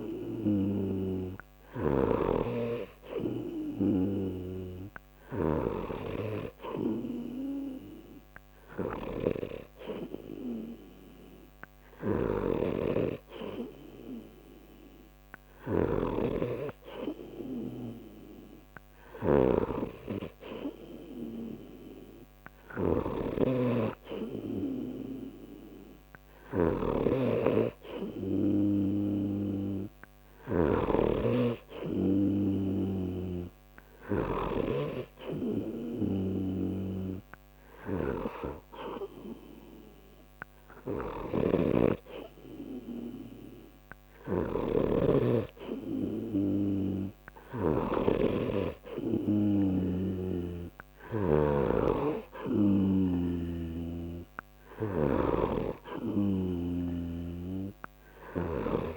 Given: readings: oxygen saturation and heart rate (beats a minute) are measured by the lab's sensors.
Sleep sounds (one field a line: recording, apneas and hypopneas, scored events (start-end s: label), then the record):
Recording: breathing in sleep by a microphone on the trachea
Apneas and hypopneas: none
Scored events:
0.00-6.00 s: snoring (device-marked)
12.00-31.00 s: snoring (device-marked)
41.50-48.00 s: snoring (device-marked)
50.00-53.50 s: snoring (device-marked)
55.50-58.97 s: snoring (device-marked)
From the record:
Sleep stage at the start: N3 (deep sleep)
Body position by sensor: on the right side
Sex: male